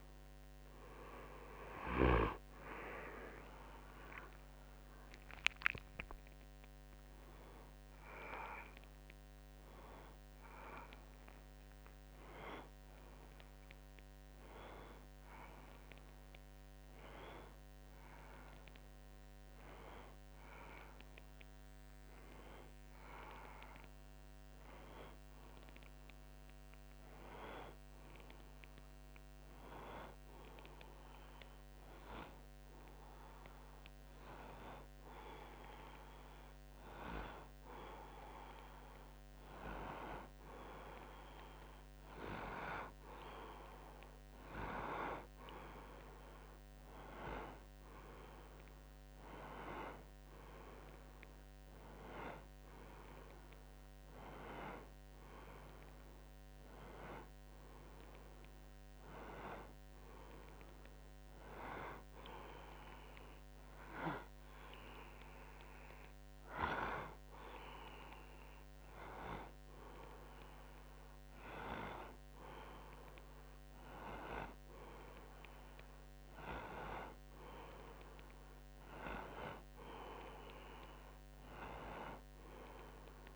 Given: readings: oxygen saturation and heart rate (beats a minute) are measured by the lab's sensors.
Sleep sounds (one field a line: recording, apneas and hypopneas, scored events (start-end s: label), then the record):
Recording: a person partly awake in a sleep study, by a microphone on the trachea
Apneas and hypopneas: none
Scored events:
28.00-58.00 s: new sleep stage, N1 (lightest sleep)
58.00-83.36 s: new sleep stage, N2 (light sleep)
From the record:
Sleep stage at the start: awake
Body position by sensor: on the right side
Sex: male